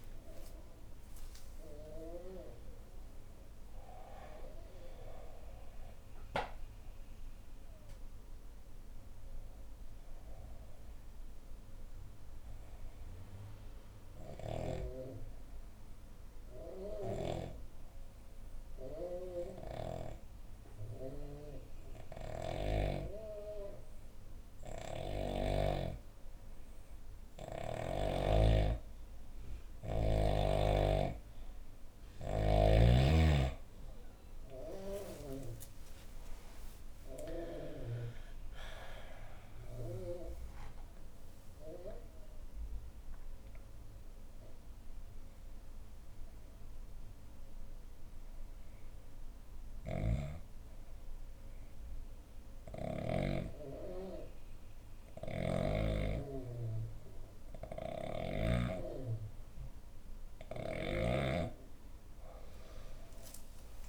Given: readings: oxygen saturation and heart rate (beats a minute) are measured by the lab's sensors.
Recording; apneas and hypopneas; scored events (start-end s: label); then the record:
breathing in sleep by a room microphone; 2
1.00-5.00 s: arousal
2.50-16.50 s: oxygen desaturation (device-marked, oxygen 97% before, 93% lowest, heart rate 68 before, 61 extreme)
6.50-30.50 s: obstructive apnea (oxygen 97% before, 89% lowest, heart rate 66 before, 60 extreme, up 30 after)
16.50-25.50 s: snoring (device-marked)
26.50-55.50 s: oxygen desaturation (device-marked, oxygen 97% before, 89% lowest, heart rate 64 before, 60 extreme)
27.50-32.00 s: snoring (device-marked)
33.50-38.50 s: arousal
40.50-58.00 s: obstructive apnea (oxygen 97% before, 89% lowest, heart rate 72 before, 59 extreme, up 19 after)
49.00-53.00 s: snoring (device-marked)
60.50-63.89 s: arousal
From the record:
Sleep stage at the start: N2 (light sleep); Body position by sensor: on the back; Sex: female